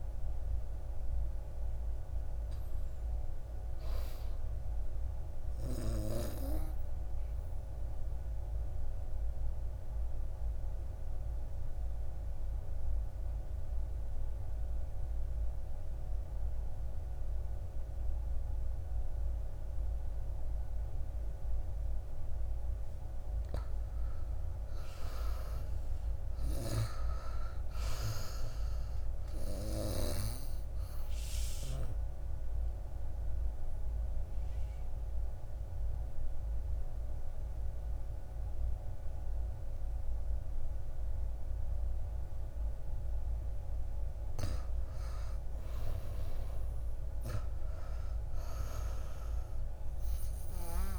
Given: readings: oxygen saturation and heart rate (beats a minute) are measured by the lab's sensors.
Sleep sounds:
breathing in sleep by a room microphone; 2
0.00-3.50 s: oxygen desaturation (device-marked, oxygen 88% lowest, heart rate 57 extreme)
6.00-21.00 s: obstructive apnea (oxygen 96% before, 86% lowest, heart rate 62 before, 57 extreme, up 9 after)
23.50-26.50 s: arousal
27.50-43.50 s: oxygen desaturation (device-marked, oxygen 95% before, 86% lowest, heart rate 60 before, 57 extreme)
30.50-42.50 s: obstructive apnea (oxygen 96% before, 86% lowest, heart rate 61 before, 57 extreme, up 9 after)
45.50-50.00 s: arousal
From the record:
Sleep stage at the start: N2 (light sleep); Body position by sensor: on the back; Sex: male

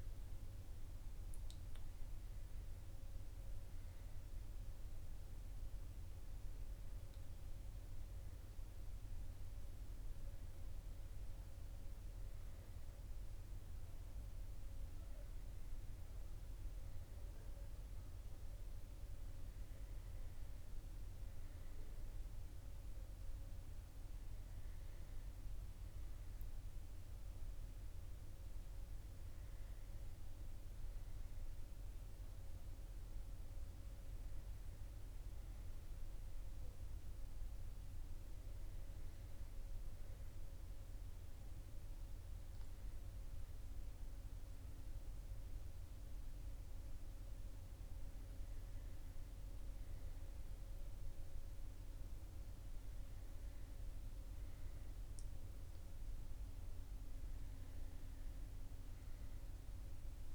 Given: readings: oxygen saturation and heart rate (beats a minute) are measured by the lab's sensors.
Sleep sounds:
breathing in sleep, hard to hear, by a room microphone; none
none scored
From the record:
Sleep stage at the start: N1 (lightest sleep); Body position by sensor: on the back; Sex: male

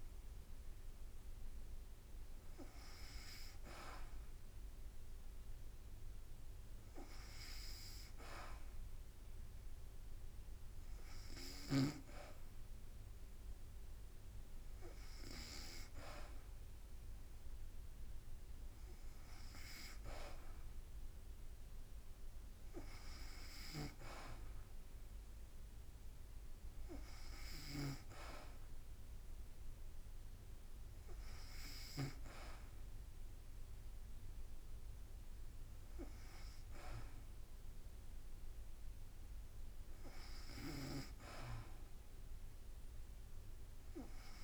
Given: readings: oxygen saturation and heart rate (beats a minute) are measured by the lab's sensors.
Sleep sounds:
breathing in sleep by a room microphone; none
23.00-32.00 s: snoring (device-marked)
37.00-44.43 s: drop in pulse transit time (device-marked, heart rate 54 before, 53 extreme)
From the record:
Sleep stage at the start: N2 (light sleep); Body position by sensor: on the back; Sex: female

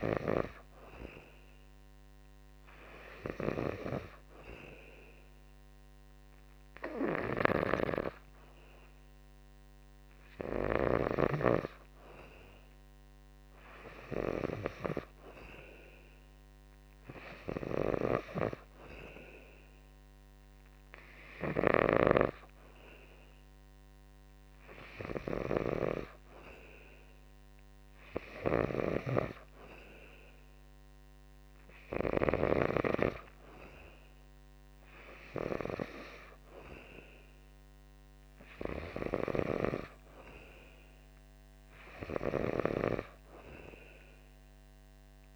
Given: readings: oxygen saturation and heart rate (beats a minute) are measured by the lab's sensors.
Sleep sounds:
breathing in sleep by a microphone on the trachea; none
none scored
From the record:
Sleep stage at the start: N2 (light sleep); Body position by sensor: on the back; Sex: male

